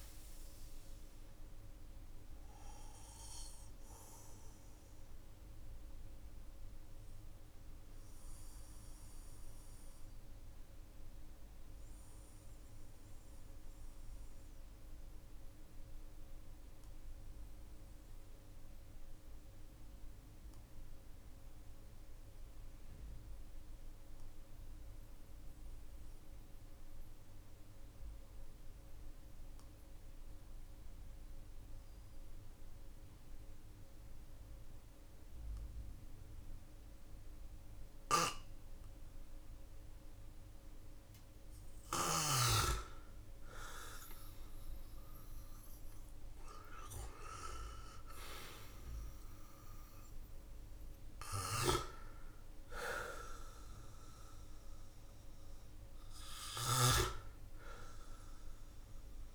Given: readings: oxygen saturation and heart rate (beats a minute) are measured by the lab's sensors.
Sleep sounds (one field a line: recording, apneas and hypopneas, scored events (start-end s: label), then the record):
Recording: breathing in sleep by a room microphone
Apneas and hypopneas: 1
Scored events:
0.00-18.00 s: oxygen desaturation (device-marked, oxygen 91% lowest, heart rate 46 extreme)
3.00-40.50 s: mixed apnea (oxygen 97% before, 91% lowest, heart rate 52 before, 45 extreme, up 11 after)
33.00-59.35 s: oxygen desaturation (device-marked, oxygen 99% before, 91% lowest, heart rate 53 before, 43 extreme)
44.00-49.00 s: arousal
From the record:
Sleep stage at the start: N2 (light sleep)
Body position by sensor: on the back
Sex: male